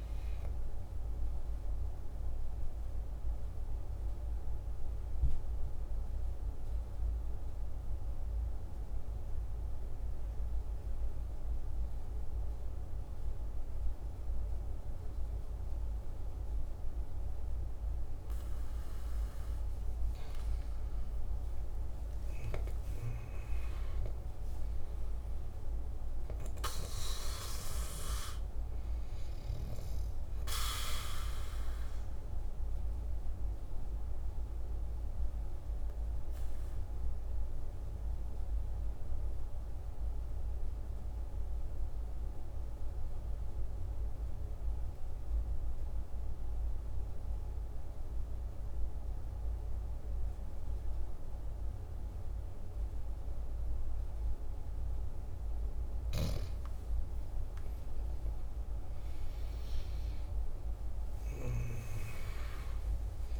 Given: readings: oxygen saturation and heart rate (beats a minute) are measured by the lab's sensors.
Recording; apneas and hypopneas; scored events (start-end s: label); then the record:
breathing in sleep by a room microphone; 2
0.00-2.00 s: oxygen desaturation (device-marked, oxygen 91% lowest, heart rate 46 extreme)
1.50-19.50 s: mixed apnea (oxygen 97% before, 93% lowest, heart rate 52 before, 46 extreme, up 9 after)
20.50-24.00 s: arousal
33.50-55.50 s: obstructive apnea (oxygen 98% before, 92% lowest, heart rate 52 before, 46 extreme, up 9 after)
56.50-60.50 s: arousal
58.00-63.40 s: oxygen desaturation (device-marked, oxygen 98% before, 92% lowest, heart rate 47 before, 47 extreme)
From the record:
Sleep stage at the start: N2 (light sleep); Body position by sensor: on the back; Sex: male